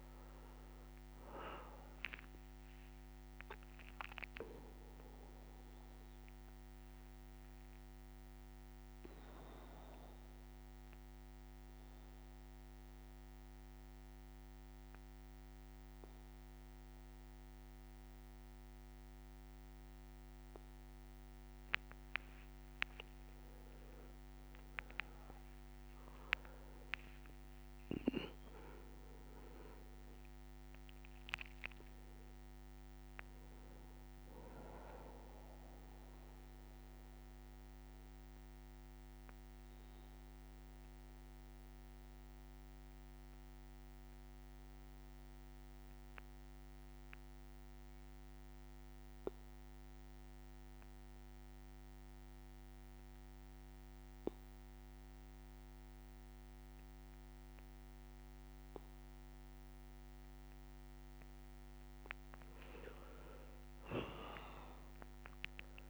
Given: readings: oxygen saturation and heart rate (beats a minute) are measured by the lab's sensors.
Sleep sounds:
breathing in sleep by a microphone on the trachea; 2
0.00-3.50 s: arousal
0.00-19.00 s: oxygen desaturation (device-marked, oxygen 94% lowest, heart rate 59 extreme)
5.50-24.00 s: obstructive apnea (oxygen 99% before, 90% lowest, heart rate 63 before, 59 extreme, up 4 after)
26.00-31.50 s: arousal
28.00-45.00 s: oxygen desaturation (device-marked, oxygen 99% before, 95% lowest, heart rate 62 before, 59 extreme)
38.00-59.50 s: obstructive apnea (oxygen 99% before, 90% lowest, heart rate 62 before, 59 extreme, up 5 after)
39.00-43.00 s: bradycardia (device-marked, heart rate 64 before, 59 extreme)
61.00-65.90 s: oxygen desaturation (device-marked, oxygen 98% before, 90% lowest, heart rate 61 before, 59 extreme)
63.00-65.90 s: arousal
From the record:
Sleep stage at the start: N2 (light sleep); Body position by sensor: on the back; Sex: male

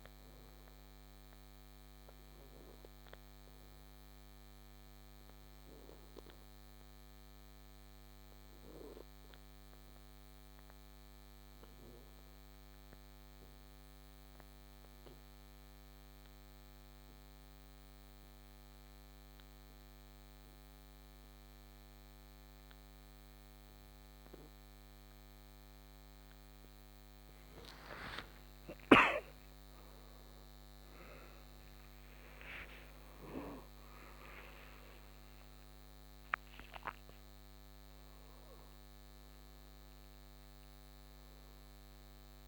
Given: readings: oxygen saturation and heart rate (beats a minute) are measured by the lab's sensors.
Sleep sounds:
breathing in sleep by a microphone on the trachea; 1
0.00-2.00 s: oxygen desaturation (device-marked, oxygen 90% lowest, heart rate 58 extreme)
1.00-25.50 s: obstructive apnea (oxygen 97% before, 86% lowest, heart rate 72 before, 53 extreme, up 14 after)
26.00-42.48 s: oxygen desaturation (device-marked, oxygen 97% before, 86% lowest, heart rate 63 before, 52 extreme)
28.00-36.50 s: arousal
From the record:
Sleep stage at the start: N2 (light sleep); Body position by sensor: on the right side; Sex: male

